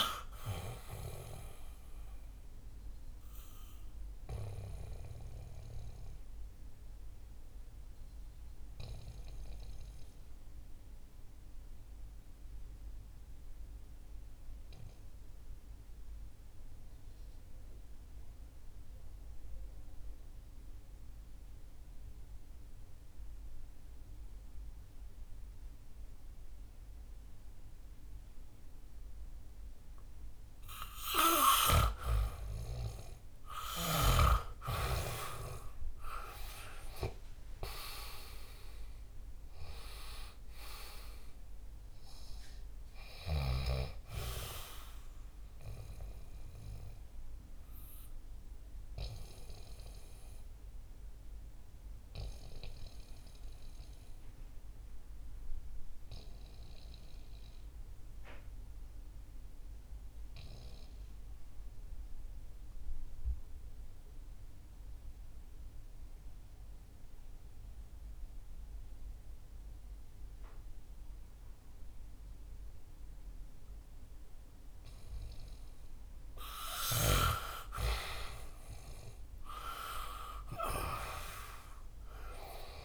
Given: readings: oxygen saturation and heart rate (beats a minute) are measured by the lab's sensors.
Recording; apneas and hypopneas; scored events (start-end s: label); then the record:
breathing in sleep by a room microphone; 2
0.00-20.50 s: oxygen desaturation (device-marked, oxygen 89% lowest, heart rate 64 extreme)
3.00-32.00 s: obstructive apnea (oxygen 99% before, 86% lowest, heart rate 67 before, 61 extreme, up 11 after)
33.50-47.50 s: oxygen desaturation (device-marked, oxygen 98% before, 90% lowest, heart rate 67 before, 61 extreme)
34.00-38.50 s: arousal
46.50-75.50 s: obstructive apnea (oxygen 98% before, 86% lowest, heart rate 71 before, 61 extreme, up 11 after)
63.50-70.50 s: oxygen desaturation (device-marked, oxygen 91% before, 86% lowest, heart rate 64 before, 63 extreme)
79.50-82.85 s: arousal
From the record:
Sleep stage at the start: N2 (light sleep); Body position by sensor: on the back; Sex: male